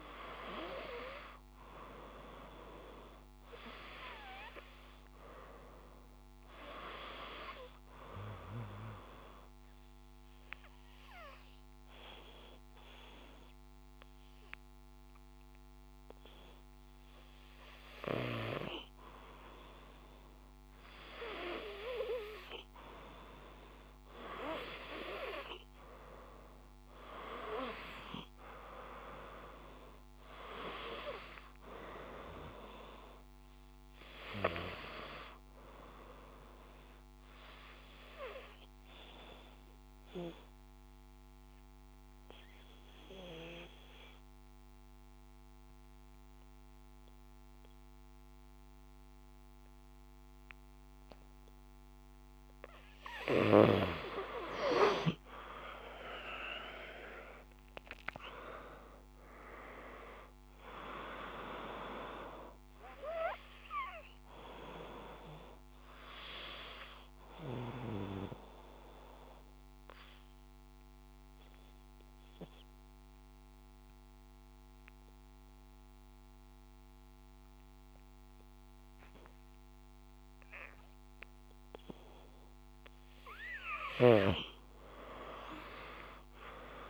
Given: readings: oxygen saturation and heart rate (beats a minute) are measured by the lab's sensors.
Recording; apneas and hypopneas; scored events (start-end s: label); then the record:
breathing in sleep by a microphone on the trachea; 3
8.50-18.50 s: obstructive apnea (oxygen 96% before, 92% lowest, heart rate 59 before, 59 extreme, up 1 after)
19.00-23.00 s: arousal
31.00-53.00 s: oxygen desaturation (device-marked, oxygen 96% before, 92% lowest, heart rate 60 before, 56 extreme)
37.50-51.50 s: obstructive apnea (oxygen 96% before, 91% lowest, heart rate 60 before, 56 extreme, up 5 after)
55.00-58.50 s: arousal
67.50-82.00 s: obstructive apnea (oxygen 96% before, 91% lowest, heart rate 61 before, 56 extreme, up 0 after)
75.00-86.90 s: oxygen desaturation (device-marked, oxygen 95% before, 92% lowest, heart rate 60 before, 56 extreme)
From the record:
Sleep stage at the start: N2 (light sleep); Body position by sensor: on the back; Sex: male